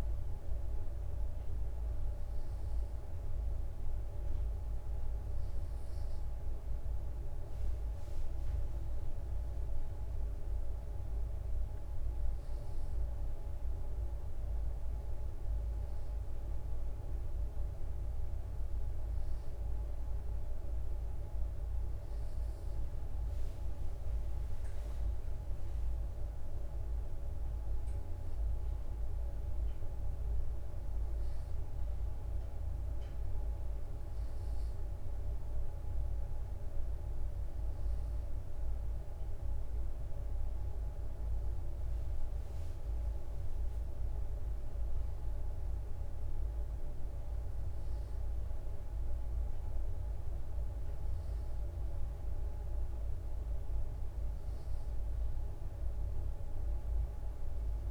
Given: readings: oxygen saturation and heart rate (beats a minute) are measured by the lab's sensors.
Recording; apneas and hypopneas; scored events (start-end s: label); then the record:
breathing in sleep, hard to hear, by a room microphone; none
0.00-4.00 s: bradycardia (device-marked, heart rate 47 extreme)
7.00-9.00 s: long interval between heartbeats (device-marked, heart rate 52 before, 65 extreme)
11.00-23.00 s: bradycardia (device-marked, heart rate 58 before, 49 extreme)
26.00-57.91 s: bradycardia (device-marked, heart rate 58 before, 48 extreme)
From the record:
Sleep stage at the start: N2 (light sleep); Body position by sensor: on the left side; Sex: male